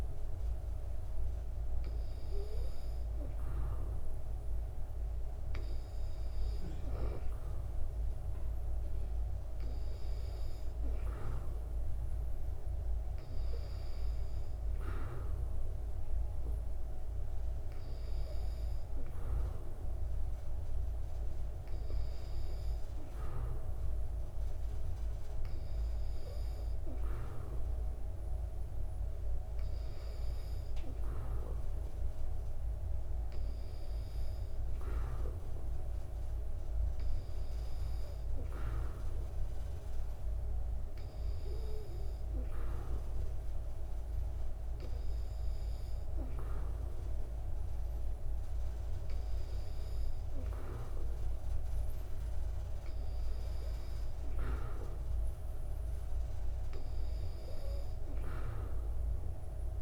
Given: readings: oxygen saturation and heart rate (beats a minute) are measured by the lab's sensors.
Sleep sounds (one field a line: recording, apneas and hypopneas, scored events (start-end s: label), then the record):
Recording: breathing in sleep by a room microphone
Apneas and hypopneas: none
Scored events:
none scored
From the record:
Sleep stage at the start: N2 (light sleep)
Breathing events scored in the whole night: 25 in 6.3 hours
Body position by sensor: on the back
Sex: female